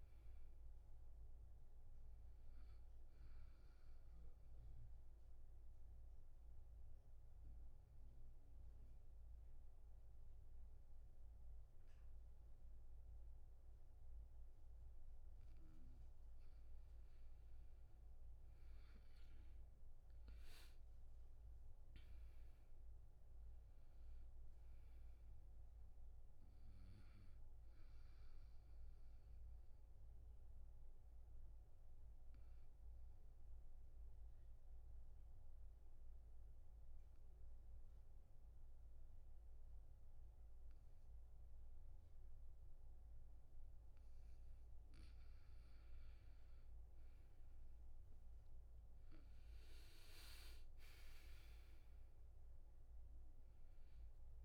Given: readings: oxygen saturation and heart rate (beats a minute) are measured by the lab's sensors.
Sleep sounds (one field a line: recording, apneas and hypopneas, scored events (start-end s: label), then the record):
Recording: breathing in sleep, hard to hear, by a room microphone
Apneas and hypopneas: 2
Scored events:
0.50-15.50 s: oxygen desaturation (device-marked, oxygen 99% before, 93% lowest, heart rate 77 before, 75 extreme)
4.00-15.50 s: obstructive apnea (oxygen 99% before, 85% lowest, heart rate 78 before, 75 extreme, up 5 after)
17.50-37.50 s: oxygen desaturation (device-marked, oxygen 98% before, 89% lowest, heart rate 80 before, 74 extreme)
18.00-21.50 s: arousal
28.50-43.50 s: obstructive apnea (oxygen 98% before, 85% lowest, heart rate 79 before, 74 extreme, up 10 after)
47.50-54.45 s: oxygen desaturation (device-marked, oxygen 99% before, 85% lowest, heart rate 78 before, 69 extreme)
48.00-51.50 s: arousal
From the record:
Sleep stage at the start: N2 (light sleep)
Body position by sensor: on the back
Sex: male